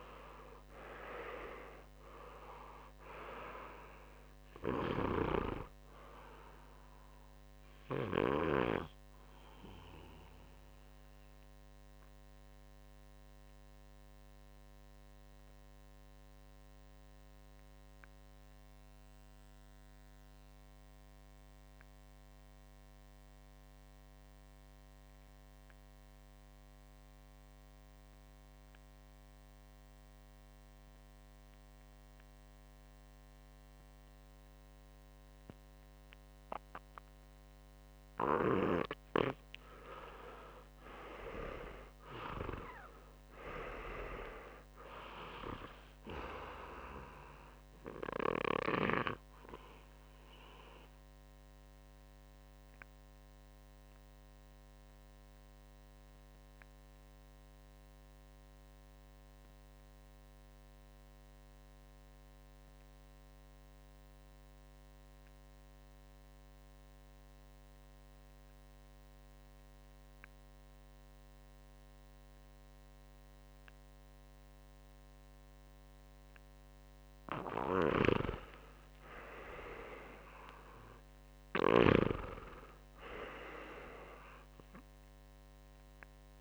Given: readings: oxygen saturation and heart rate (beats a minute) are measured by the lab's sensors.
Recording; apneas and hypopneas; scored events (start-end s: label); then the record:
breathing in sleep by a microphone on the trachea; 2
0.00-1.00 s: arousal
0.00-10.00 s: oxygen desaturation (device-marked, oxygen 90% lowest, heart rate 56 extreme)
12.00-24.00 s: oxygen desaturation (device-marked, oxygen 93% before, 89% lowest, heart rate 64 before, 59 extreme)
12.00-38.00 s: mixed apnea (oxygen 97% before, 89% lowest, heart rate 64 before, 58 extreme, up 9 after)
38.00-66.00 s: oxygen desaturation (device-marked, oxygen 99% before, 89% lowest, heart rate 62 before, 58 extreme)
39.50-43.50 s: arousal
48.50-76.50 s: mixed apnea (oxygen 99% before, 89% lowest, heart rate 63 before, 58 extreme, up 8 after)
78.00-82.00 s: arousal
81.00-86.41 s: oxygen desaturation (device-marked, oxygen 98% before, 91% lowest, heart rate 59 before, 46 extreme)
From the record:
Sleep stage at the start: N2 (light sleep); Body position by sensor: on the back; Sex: male